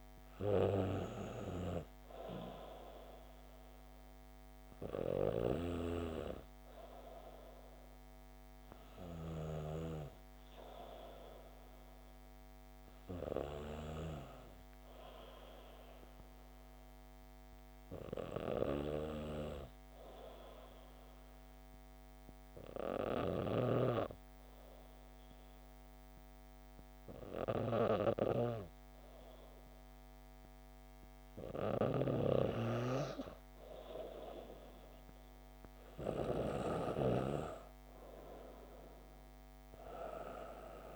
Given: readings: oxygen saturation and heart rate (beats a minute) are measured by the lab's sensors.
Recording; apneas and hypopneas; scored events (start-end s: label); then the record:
breathing in sleep by a microphone on the trachea; 1
20.00-32.00 s: obstructive apnea (oxygen 97% before, 94% lowest, heart rate 65 before, 61 extreme, up 1 after)
33.50-36.50 s: arousal
From the record:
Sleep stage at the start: N2 (light sleep); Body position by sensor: on the back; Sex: female